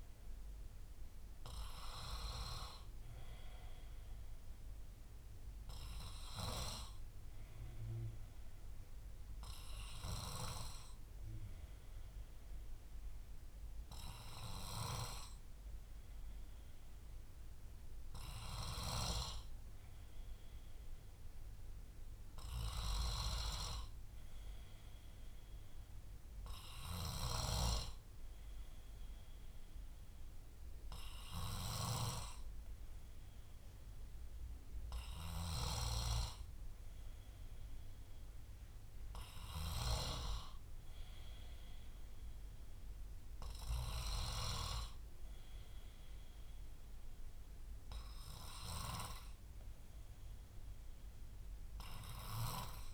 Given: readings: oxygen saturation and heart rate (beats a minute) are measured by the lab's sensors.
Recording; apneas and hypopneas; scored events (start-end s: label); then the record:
breathing in sleep by a room microphone; 1
0.00-2.00 s: arousal
9.00-20.50 s: obstructive apnea (oxygen 97% before, 94% lowest, heart rate 63 before, 59 extreme, up 4 after)
22.50-26.00 s: arousal
35.50-40.00 s: snoring (device-marked)
From the record:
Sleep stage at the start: N2 (light sleep); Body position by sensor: on the back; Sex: male